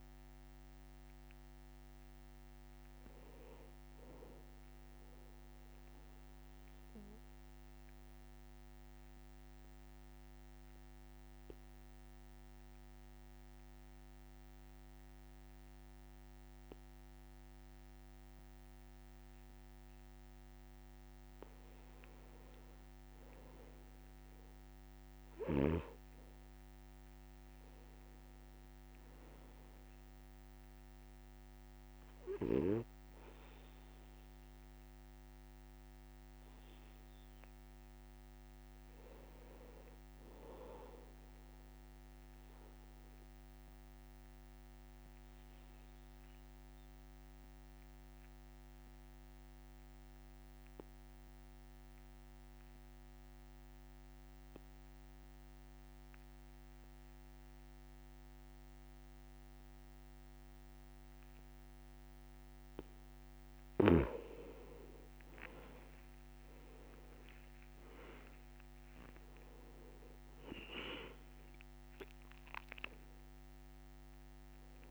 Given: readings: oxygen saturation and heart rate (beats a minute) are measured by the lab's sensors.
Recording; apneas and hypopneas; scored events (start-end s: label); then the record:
breathing in sleep by a microphone on the trachea; 2
0.00-17.50 s: oxygen desaturation (device-marked, oxygen 90% lowest, heart rate 61 extreme)
6.00-20.50 s: obstructive apnea (oxygen 99% before, 90% lowest, heart rate 77 before, 61 extreme, up 3 after)
24.50-28.50 s: arousal
29.50-44.50 s: oxygen desaturation (device-marked, oxygen 99% before, 94% lowest, heart rate 62 before, 62 extreme)
43.50-62.00 s: obstructive apnea (oxygen 99% before, 90% lowest, heart rate 63 before, 60 extreme, up 21 after)
64.50-74.90 s: oxygen desaturation (device-marked, oxygen 98% before, 90% lowest, heart rate 63 before, 60 extreme)
66.00-72.00 s: arousal
68.00-70.00 s: long interval between heartbeats (device-marked, heart rate 63 before, 72 extreme)
From the record:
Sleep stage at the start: N2 (light sleep); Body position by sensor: on the back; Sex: male